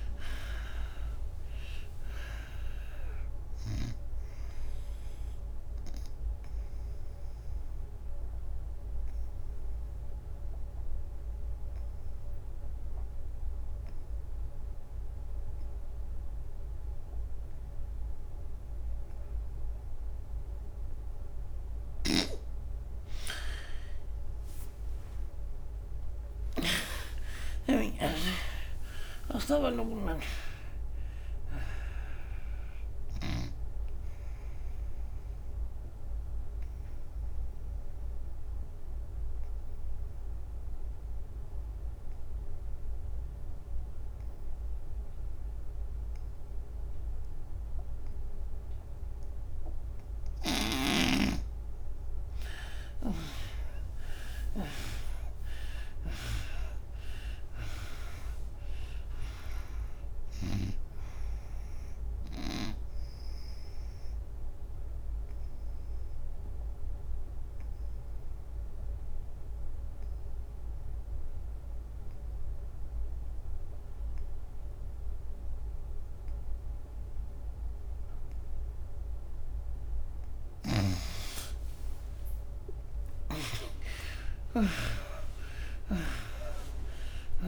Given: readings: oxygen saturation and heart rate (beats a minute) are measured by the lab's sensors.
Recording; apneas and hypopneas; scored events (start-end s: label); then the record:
breathing in sleep by a room microphone; 3
0.00-15.00 s: oxygen desaturation (device-marked, oxygen 98% before, 80% lowest, heart rate 83 before, 73 extreme)
5.50-20.50 s: obstructive apnea (oxygen 98% before, 75% lowest, heart rate 86 before, 73 extreme, up 10 after)
17.00-48.00 s: oxygen desaturation (device-marked, oxygen 98% before, 75% lowest, heart rate 92 before, 73 extreme)
23.00-26.50 s: arousal
29.50-33.50 s: snoring (device-marked)
34.00-50.50 s: obstructive apnea (oxygen 98% before, 75% lowest, heart rate 85 before, 74 extreme, up 15 after)
50.00-69.00 s: oxygen desaturation (device-marked, oxygen 99% before, 77% lowest, heart rate 86 before, 72 extreme)
52.50-56.00 s: arousal
62.50-79.00 s: obstructive apnea (oxygen 99% before, 75% lowest, heart rate 81 before, 72 extreme, up 17 after)
76.00-87.47 s: oxygen desaturation (device-marked, oxygen 97% before, 75% lowest, heart rate 90 before, 71 extreme)
81.00-84.00 s: arousal
From the record:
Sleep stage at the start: N2 (light sleep); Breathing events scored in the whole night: 412 in 3.8 hours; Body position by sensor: on the right side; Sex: female